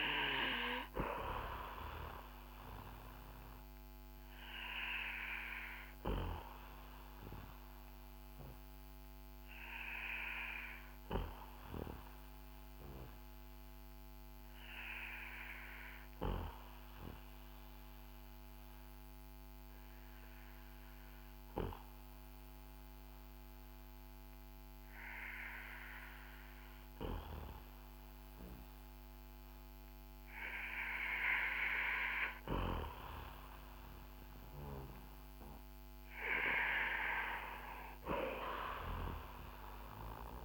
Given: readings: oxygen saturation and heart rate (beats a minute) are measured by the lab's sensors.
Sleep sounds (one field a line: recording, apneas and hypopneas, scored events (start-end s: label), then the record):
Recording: breathing in sleep by a microphone on the trachea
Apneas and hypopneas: 1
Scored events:
4.50-31.50 s: hypopnea (oxygen 96% before, 92% lowest, heart rate 58 before, 44 extreme, up 8 after)
36.00-40.45 s: arousal
From the record:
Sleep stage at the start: N2 (light sleep)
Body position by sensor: on the back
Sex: male